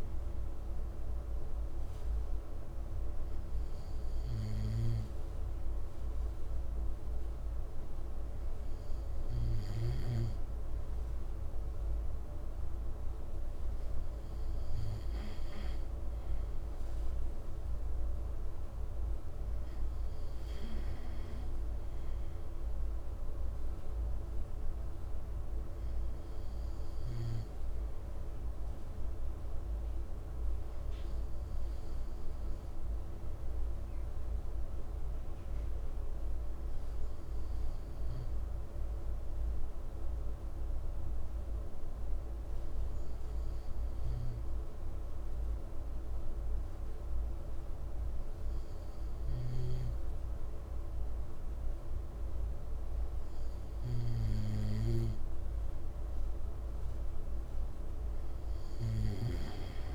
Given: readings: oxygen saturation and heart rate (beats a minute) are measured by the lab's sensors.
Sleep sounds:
breathing in sleep, hard to hear, by a room microphone; none
49.00-59.94 s: snoring (device-marked)
From the record:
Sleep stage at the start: N2 (light sleep); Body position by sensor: on the right side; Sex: male

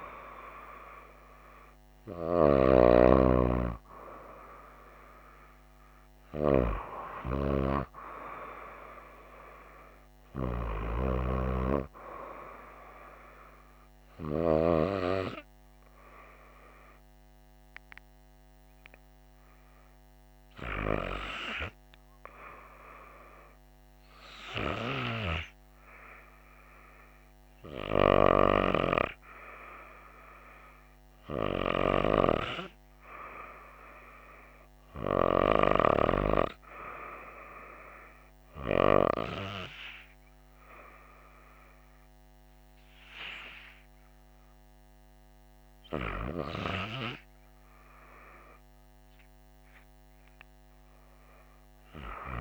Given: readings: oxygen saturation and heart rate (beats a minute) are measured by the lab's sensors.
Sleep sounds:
breathing in sleep by a microphone on the trachea; 1
6.00-10.00 s: arousal
13.50-27.50 s: hypopnea (oxygen 95% before, 92% lowest, heart rate 66 before, 59 extreme, up 0 after)
29.50-34.00 s: arousal
From the record:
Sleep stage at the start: REM sleep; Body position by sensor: on the right side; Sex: female

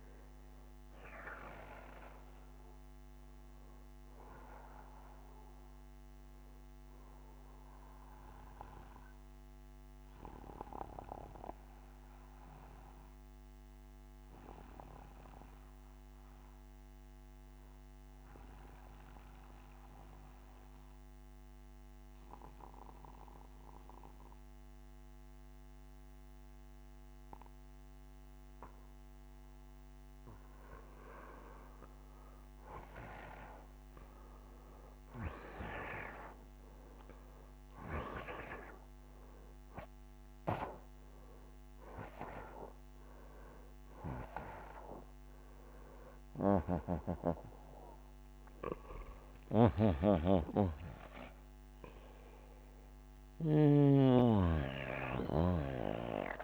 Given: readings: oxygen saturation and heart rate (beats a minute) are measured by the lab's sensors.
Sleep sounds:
breathing in sleep by a microphone on the trachea; 1
0.00-10.00 s: oxygen desaturation (device-marked, oxygen 90% lowest, heart rate 64 extreme)
7.00-27.00 s: obstructive apnea (oxygen 96% before, 88% lowest, heart rate 70 before, 64 extreme, up 9 after)
30.00-56.44 s: oxygen desaturation (device-marked, oxygen 96% before, 88% lowest, heart rate 64 before, 66 extreme)
31.00-36.00 s: arousal
From the record:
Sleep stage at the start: N2 (light sleep); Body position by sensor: on the back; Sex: male

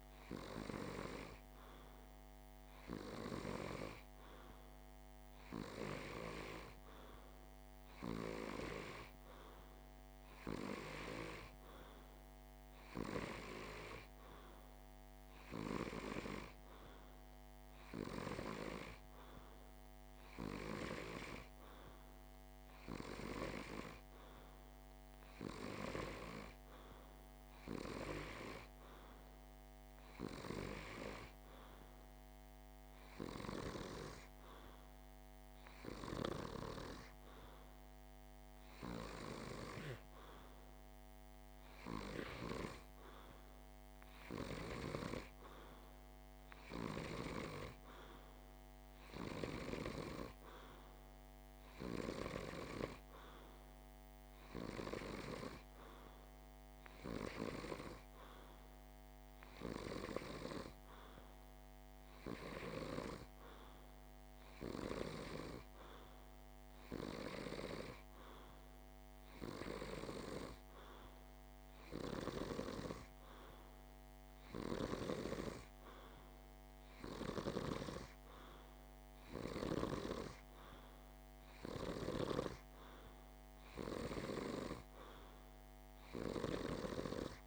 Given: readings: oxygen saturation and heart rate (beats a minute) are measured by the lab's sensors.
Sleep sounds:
breathing in sleep by a microphone on the trachea; none
none scored
From the record:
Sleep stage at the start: N2 (light sleep); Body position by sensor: on the back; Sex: male

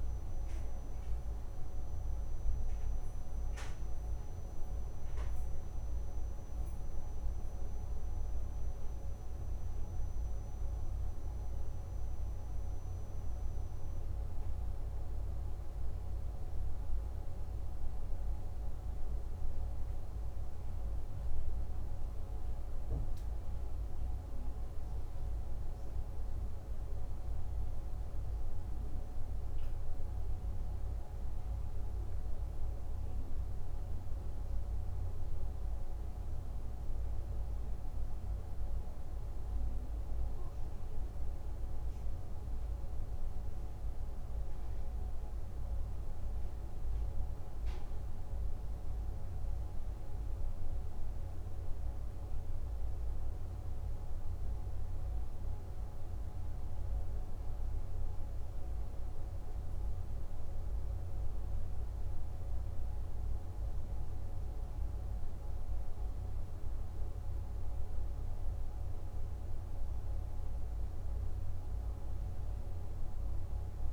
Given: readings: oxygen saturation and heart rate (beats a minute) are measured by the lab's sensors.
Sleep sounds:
breathing in sleep, hard to hear, by a room microphone; none
42.00-73.92 s: new sleep stage, N2 (light sleep)
From the record:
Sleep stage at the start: N1 (lightest sleep); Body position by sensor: on the back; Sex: male

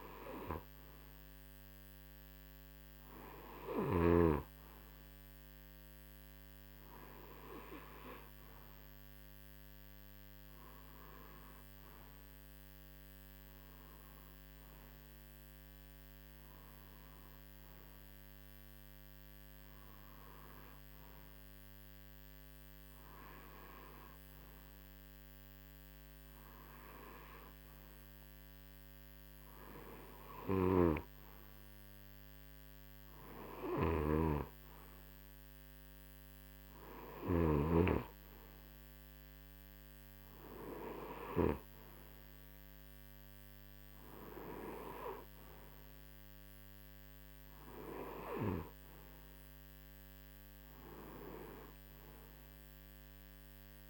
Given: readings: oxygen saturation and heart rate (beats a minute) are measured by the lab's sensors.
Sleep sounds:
breathing in sleep by a microphone on the trachea; none
30.50-37.50 s: snoring (device-marked)
From the record:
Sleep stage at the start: N2 (light sleep); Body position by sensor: on the right side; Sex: male

